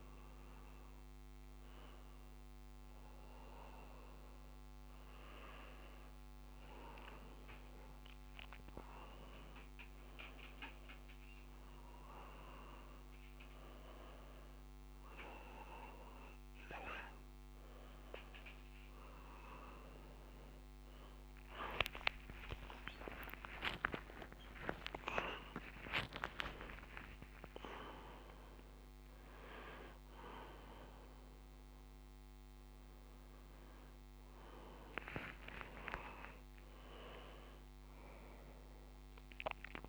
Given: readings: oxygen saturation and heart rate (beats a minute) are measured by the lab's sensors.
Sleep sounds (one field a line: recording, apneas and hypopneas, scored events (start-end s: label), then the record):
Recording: a person partly awake in a sleep study, by a microphone on the trachea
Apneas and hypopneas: none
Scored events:
20.00-26.00 s: tachycardia (device-marked, heart rate 30 before, 144 extreme)
29.00-39.89 s: new sleep stage, awake
From the record:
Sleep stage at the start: N1 (lightest sleep)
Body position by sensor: on the back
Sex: male